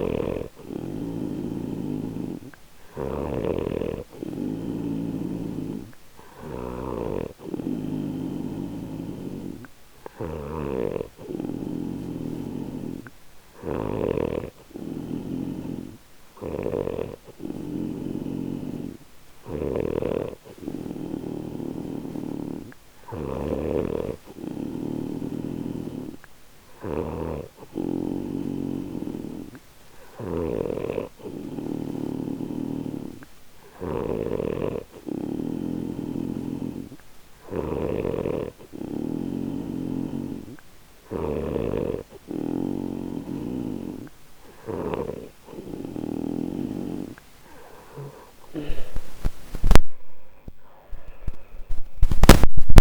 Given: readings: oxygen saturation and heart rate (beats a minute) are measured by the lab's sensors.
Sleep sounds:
breathing in sleep by a microphone on the trachea; none
0.00-3.00 s: snoring (device-marked)
10.00-17.00 s: snoring (device-marked)
19.00-23.50 s: snoring (device-marked)
30.50-34.00 s: snoring (device-marked)
41.00-45.00 s: snoring (device-marked)
49.50-52.81 s: arousal
From the record:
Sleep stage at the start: N2 (light sleep); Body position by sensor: on the right side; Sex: male

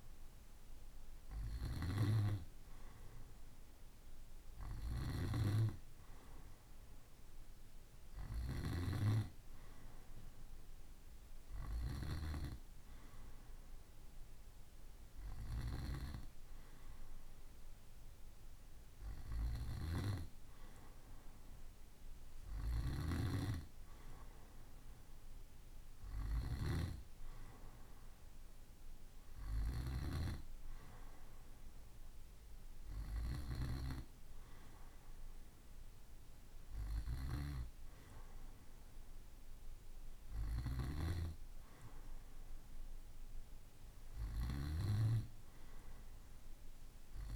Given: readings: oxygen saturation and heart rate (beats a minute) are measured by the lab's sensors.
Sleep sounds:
breathing in sleep by a room microphone; none
22.00-26.00 s: snoring (device-marked)
39.50-44.00 s: snoring (device-marked)
From the record:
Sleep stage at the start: N2 (light sleep); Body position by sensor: on the right side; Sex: male

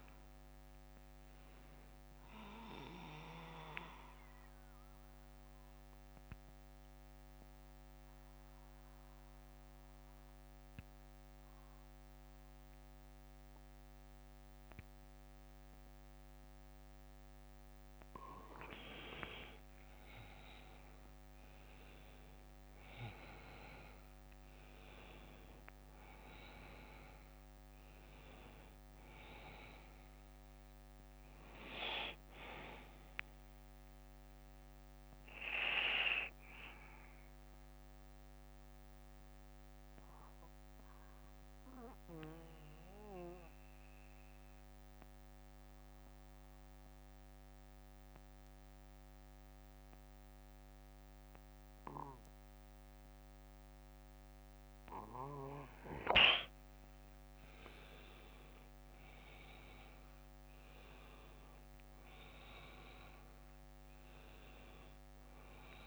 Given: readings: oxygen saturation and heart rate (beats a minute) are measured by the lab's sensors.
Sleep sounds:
breathing in sleep by a microphone on the trachea; 2
0.00-4.00 s: oxygen desaturation (device-marked, oxygen 90% lowest, heart rate 50 extreme)
0.50-3.50 s: arousal
5.50-18.50 s: central apnea (oxygen 96% before, 91% lowest, heart rate 67 before, 49 extreme, up 21 after)
6.00-15.00 s: bradycardia (device-marked, heart rate 60 before, 50 extreme)
21.00-25.00 s: arousal
24.00-51.00 s: oxygen desaturation (device-marked, oxygen 98% before, 91% lowest, heart rate 62 before, 49 extreme)
31.00-56.00 s: bradycardia (device-marked, heart rate 60 before, 49 extreme)
35.00-57.00 s: mixed apnea (oxygen 98% before, 91% lowest, heart rate 65 before, 47 extreme, up 13 after)
60.50-64.50 s: arousal
From the record:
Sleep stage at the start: N2 (light sleep); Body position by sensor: on the back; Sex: male

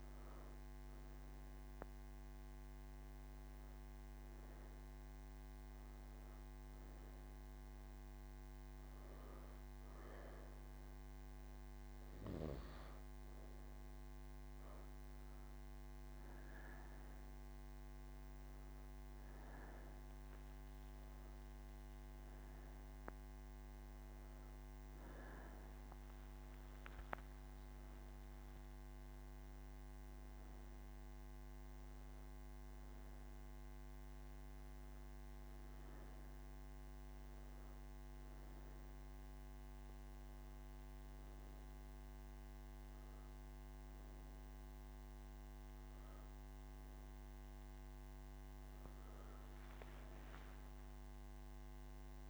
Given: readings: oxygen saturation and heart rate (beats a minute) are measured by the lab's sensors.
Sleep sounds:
breathing in sleep, hard to hear, by a microphone on the trachea; none
none scored
From the record:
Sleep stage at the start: N3 (deep sleep); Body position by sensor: on the right side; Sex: female

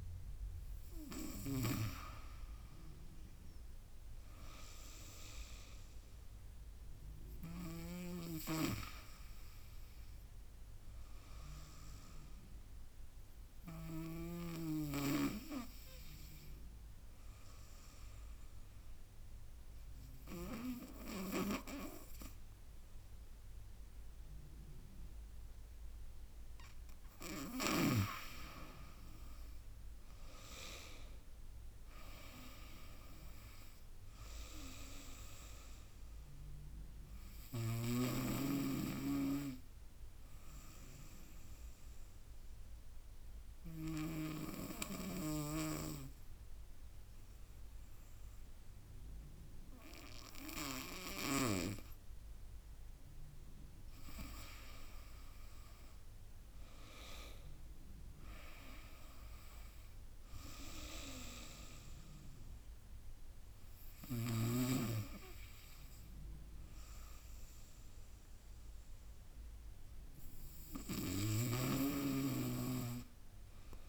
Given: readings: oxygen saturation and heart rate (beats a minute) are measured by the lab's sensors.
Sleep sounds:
breathing in sleep by a room microphone; 2
0.00-2.50 s: oxygen desaturation (device-marked, oxygen 94% lowest, heart rate 74 extreme)
1.50-8.00 s: snoring (device-marked)
4.50-15.50 s: drop in pulse transit time (device-marked, heart rate 78 before, 80 extreme)
9.50-16.50 s: oxygen desaturation (device-marked, oxygen 97% before, 94% lowest, heart rate 78 before, 78 extreme)
17.00-28.00 s: obstructive apnea (oxygen 97% before, 93% lowest, heart rate 79 before, 74 extreme, up 8 after)
28.50-40.50 s: drop in pulse transit time (device-marked, heart rate 81 before, 79 extreme)
29.00-32.00 s: arousal
33.50-46.50 s: oxygen desaturation (device-marked, oxygen 96% before, 93% lowest, heart rate 82 before, 74 extreme)
40.50-53.00 s: obstructive apnea (oxygen 96% before, 93% lowest, heart rate 82 before, 70 extreme, up 10 after)
54.50-57.50 s: arousal
55.50-66.50 s: drop in pulse transit time (device-marked, heart rate 78 before, 77 extreme)
59.50-73.89 s: oxygen desaturation (device-marked, oxygen 97% before, 93% lowest, heart rate 78 before, 70 extreme)
71.00-73.89 s: snoring (device-marked)
From the record:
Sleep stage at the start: N2 (light sleep); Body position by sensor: on the right side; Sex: female

